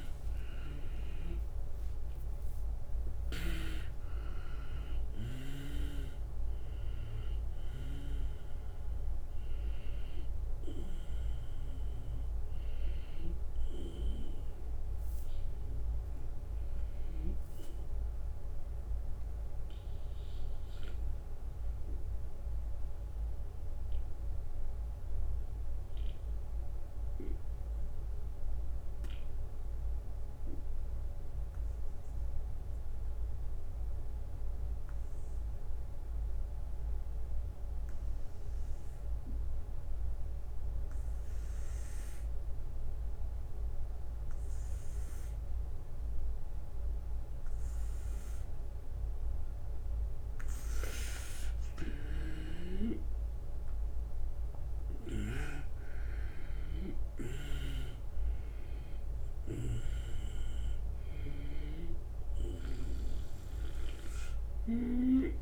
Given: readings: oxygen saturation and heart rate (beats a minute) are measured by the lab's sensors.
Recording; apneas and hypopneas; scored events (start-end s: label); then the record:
breathing in sleep by a room microphone; 1
0.00-2.00 s: arousal
0.00-3.50 s: snoring (device-marked)
0.00-11.00 s: oxygen desaturation (device-marked, oxygen 89% lowest, heart rate 73 extreme)
1.00-13.00 s: drop in pulse transit time (device-marked, heart rate 78 before, 78 extreme)
12.50-17.00 s: snoring (device-marked)
21.00-50.50 s: obstructive apnea (oxygen 93% before, 90% lowest, heart rate 79 before, 74 extreme, up 7 after)
46.00-65.42 s: oxygen desaturation (device-marked, oxygen 97% before, 92% lowest, heart rate 80 before, 74 extreme)
51.50-61.50 s: snoring (device-marked)
53.50-57.50 s: arousal
54.00-65.42 s: drop in pulse transit time (device-marked, heart rate 79 before, 77 extreme)
From the record:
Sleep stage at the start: N2 (light sleep); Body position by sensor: on the right side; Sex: male